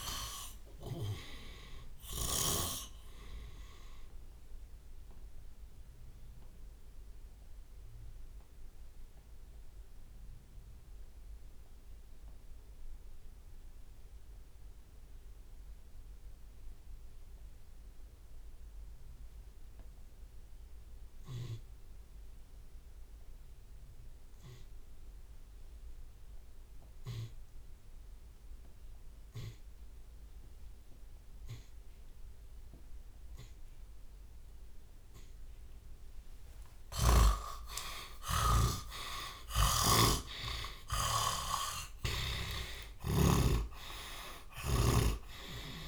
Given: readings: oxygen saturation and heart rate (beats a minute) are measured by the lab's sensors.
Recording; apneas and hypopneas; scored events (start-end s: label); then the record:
breathing in sleep by a room microphone; 1
0.00-2.50 s: snoring (device-marked)
0.00-3.50 s: drop in pulse transit time (device-marked, heart rate 28 extreme)
1.00-3.00 s: long interval between heartbeats (device-marked, heart rate 78 before, 49 extreme)
7.00-35.50 s: obstructive apnea (oxygen 94% before, 90% lowest)
10.50-13.50 s: oxygen desaturation (device-marked, oxygen 95% before, 90% lowest)
27.50-29.50 s: long interval between heartbeats (device-marked)
30.00-32.00 s: long interval between heartbeats (device-marked, heart rate 40 before, 43 extreme)
33.50-36.50 s: drop in pulse transit time (device-marked, heart rate 38 before, 55 extreme)
36.50-38.50 s: long interval between heartbeats (device-marked, heart rate 40 before, 92 extreme)
36.50-45.50 s: tachycardia (device-marked, heart rate 52 before, 129 extreme)
36.50-45.88 s: snoring (device-marked)
37.00-42.50 s: arousal
40.00-42.00 s: long interval between heartbeats (device-marked, heart rate 46 before, 119 extreme)
42.50-44.50 s: long interval between heartbeats (device-marked, heart rate 56 before, 119 extreme)
44.50-45.88 s: long interval between heartbeats (device-marked, heart rate 68 before, 113 extreme)
From the record:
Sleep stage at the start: N2 (light sleep); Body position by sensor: on the left side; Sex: male